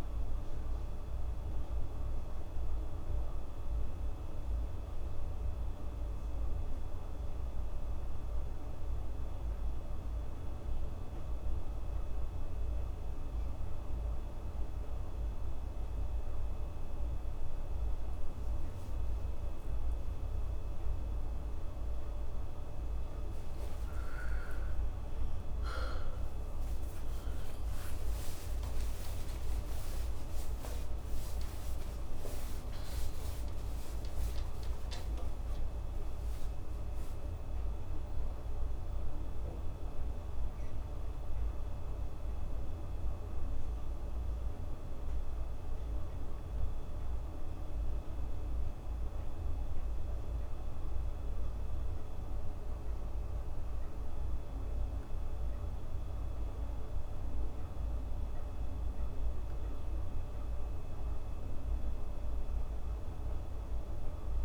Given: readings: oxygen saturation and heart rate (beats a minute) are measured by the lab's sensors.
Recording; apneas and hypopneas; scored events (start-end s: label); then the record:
a person awake in a sleep study, hard to hear, by a room microphone; none
42.50-64.45 s: new sleep stage, N1 (lightest sleep)
From the record:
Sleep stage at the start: awake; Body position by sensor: on the back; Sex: female